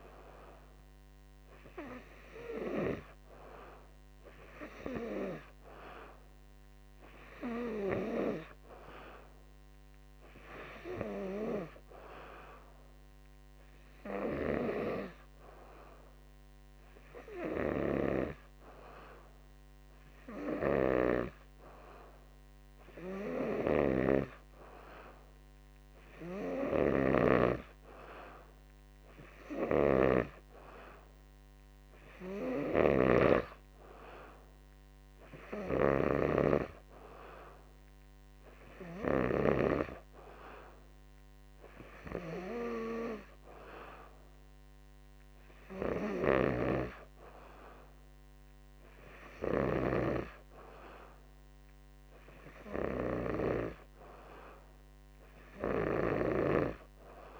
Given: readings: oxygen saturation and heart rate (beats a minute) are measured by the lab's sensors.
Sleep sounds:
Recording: breathing in sleep by a microphone on the trachea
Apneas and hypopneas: none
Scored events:
none scored
From the record:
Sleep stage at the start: N2 (light sleep)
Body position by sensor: on the back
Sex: male

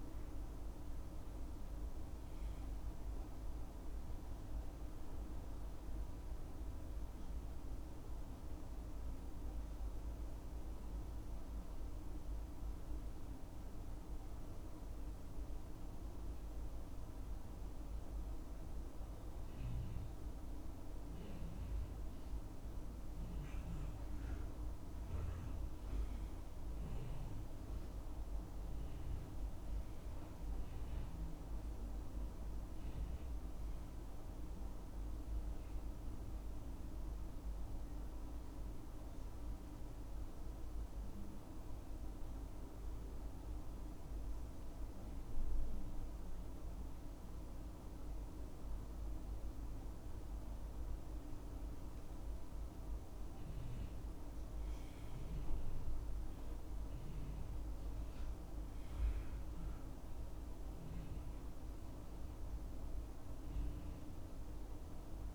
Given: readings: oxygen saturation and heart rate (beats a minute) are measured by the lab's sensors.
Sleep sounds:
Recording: breathing in sleep, hard to hear, by a room microphone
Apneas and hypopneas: 2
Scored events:
0.00-3.00 s: arousal
4.50-20.50 s: obstructive apnea (oxygen 96% before, 91% lowest, heart rate 69 before, 65 extreme, up 3 after)
25.50-29.00 s: arousal
29.00-50.00 s: oxygen desaturation (device-marked, oxygen 97% before, 94% lowest, heart rate 66 before, 63 extreme)
37.50-51.00 s: obstructive apnea (oxygen 97% before, 91% lowest, heart rate 69 before, 63 extreme, up 6 after)
54.00-57.50 s: arousal
62.00-65.35 s: oxygen desaturation (device-marked, oxygen 96% before, 91% lowest, heart rate 69 before, 64 extreme)
From the record:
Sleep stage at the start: N2 (light sleep)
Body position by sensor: on the back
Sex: male

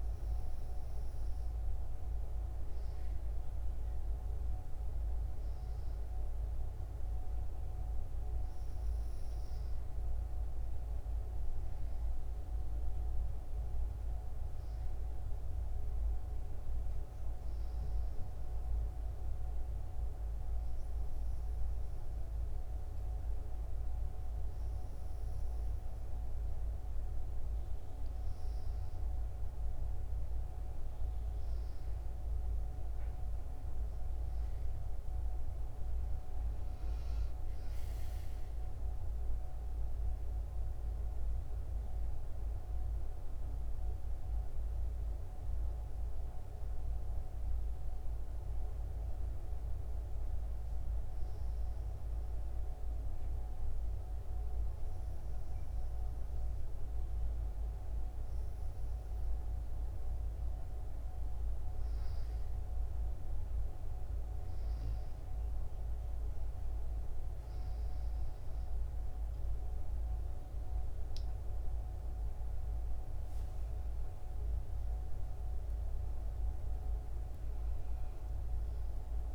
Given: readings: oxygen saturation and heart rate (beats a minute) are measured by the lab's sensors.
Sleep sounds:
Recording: breathing in sleep, hard to hear, by a room microphone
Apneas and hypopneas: 1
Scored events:
37.50-42.00 s: arousal
48.50-59.50 s: hypopnea (oxygen 94% before, 94% lowest, heart rate 76 before, 72 extreme, up 4 after)
61.50-66.50 s: arousal
From the record:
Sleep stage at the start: N2 (light sleep)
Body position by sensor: on the back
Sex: female

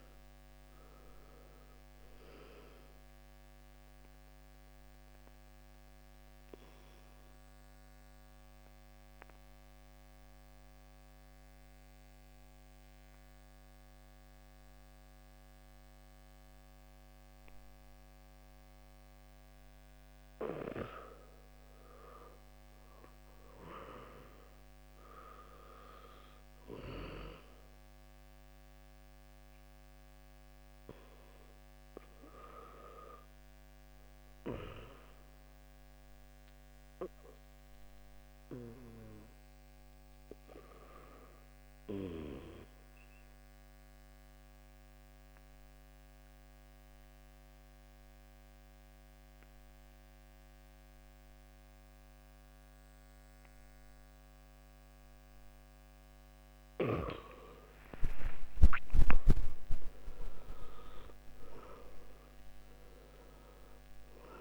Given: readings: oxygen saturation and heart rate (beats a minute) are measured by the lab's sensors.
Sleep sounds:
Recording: breathing in sleep by a microphone on the trachea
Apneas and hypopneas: 2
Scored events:
0.00-19.50 s: oxygen desaturation (device-marked, oxygen 87% lowest, heart rate 55 extreme)
6.50-22.50 s: obstructive apnea (oxygen 93% before, 87% lowest, heart rate 68 before, 56 extreme, up 8 after)
25.50-29.00 s: arousal
33.50-50.50 s: oxygen desaturation (device-marked, oxygen 96% before, 89% lowest, heart rate 61 before, 58 extreme)
44.00-57.00 s: obstructive apnea (oxygen 97% before, 86% lowest, heart rate 62 before, 58 extreme, up 18 after)
58.50-62.50 s: arousal
62.50-64.41 s: oxygen desaturation (device-marked, oxygen 94% before, 86% lowest, heart rate 60 before, 56 extreme)
From the record:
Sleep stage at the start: N2 (light sleep)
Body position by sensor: on the back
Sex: male

